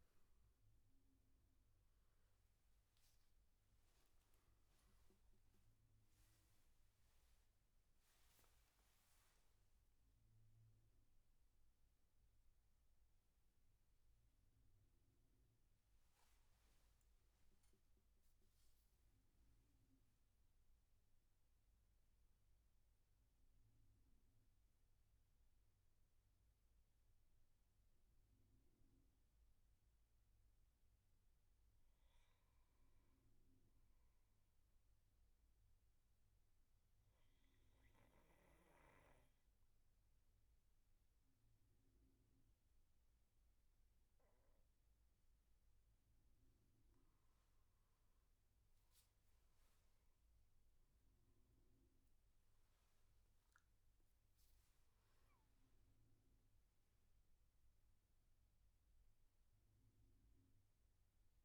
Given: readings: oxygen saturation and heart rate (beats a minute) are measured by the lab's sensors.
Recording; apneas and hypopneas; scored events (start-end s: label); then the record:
breathing in sleep, hard to hear, by a room microphone; 1
0.00-1.00 s: arousal
0.00-22.50 s: oxygen desaturation (device-marked, oxygen 92% lowest, heart rate 63 extreme)
26.50-30.50 s: arousal
34.00-45.50 s: obstructive apnea (oxygen 99% before, 94% lowest, heart rate 70 before, 61 extreme, up 15 after)
48.00-51.50 s: arousal
52.50-61.45 s: oxygen desaturation (device-marked, oxygen 97% before, 94% lowest, heart rate 70 before, 61 extreme)
From the record:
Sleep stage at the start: N2 (light sleep); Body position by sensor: on the back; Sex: male